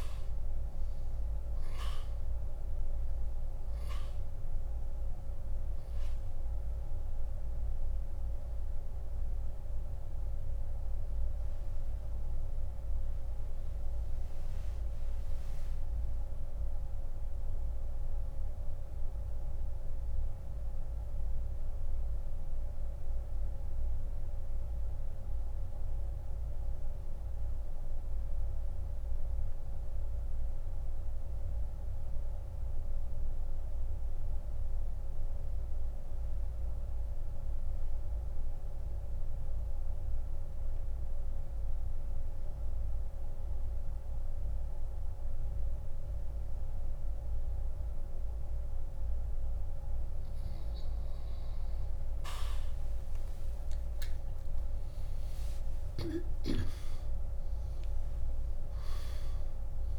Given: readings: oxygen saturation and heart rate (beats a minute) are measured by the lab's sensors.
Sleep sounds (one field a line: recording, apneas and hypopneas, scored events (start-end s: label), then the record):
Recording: breathing in sleep, hard to hear, by a room microphone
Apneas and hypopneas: 1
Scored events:
2.00-24.00 s: oxygen desaturation (device-marked, oxygen 96% before, 89% lowest)
10.50-49.00 s: central apnea (oxygen 97% before, 83% lowest)
26.00-38.00 s: oxygen desaturation (device-marked, oxygen 91% before, 83% lowest)
53.50-58.00 s: arousal
From the record:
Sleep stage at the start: N2 (light sleep)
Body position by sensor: on the back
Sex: male